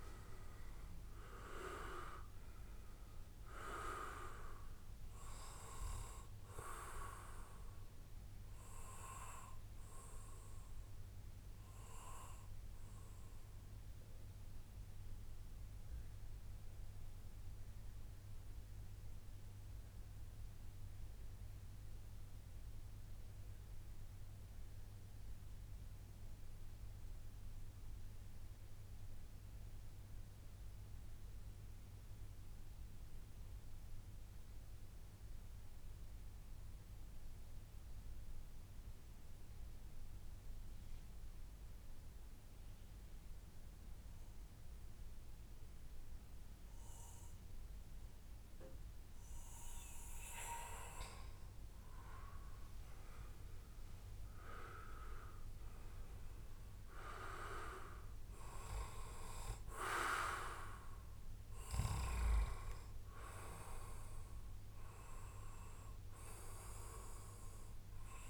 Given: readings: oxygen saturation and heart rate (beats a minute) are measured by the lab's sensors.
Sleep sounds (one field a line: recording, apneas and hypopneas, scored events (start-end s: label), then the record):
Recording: breathing in sleep by a room microphone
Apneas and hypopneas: 1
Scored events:
2.50-11.50 s: oxygen desaturation (device-marked, oxygen 96% before, 93% lowest, heart rate 141 before, 73 extreme)
9.50-48.50 s: mixed apnea (oxygen 97% before, 92% lowest, heart rate 141 before, 73 extreme, up 39 after)
42.00-44.00 s: long interval between heartbeats (device-marked, heart rate 109 before, 108 extreme)
46.50-67.50 s: oxygen desaturation (device-marked, oxygen 98% before, 92% lowest, heart rate 102 before, 126 extreme)
51.00-56.00 s: arousal
From the record:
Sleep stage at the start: N2 (light sleep)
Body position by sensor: on the back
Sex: male